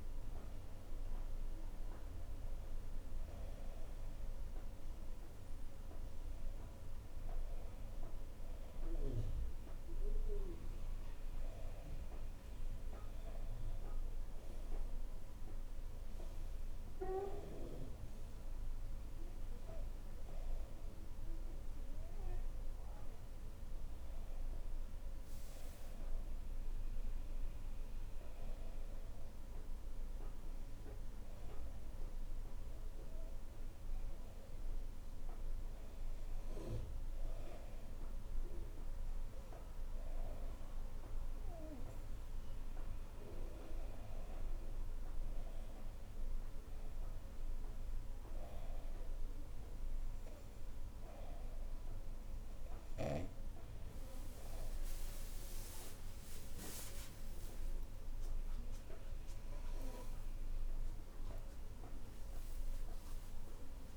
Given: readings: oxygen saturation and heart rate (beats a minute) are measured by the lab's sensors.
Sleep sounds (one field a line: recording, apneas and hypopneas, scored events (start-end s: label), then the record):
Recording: breathing in sleep, hard to hear, by a room microphone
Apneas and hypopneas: none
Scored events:
57.50-63.97 s: arousal
From the record:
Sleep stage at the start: N2 (light sleep)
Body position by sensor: on the right side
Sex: female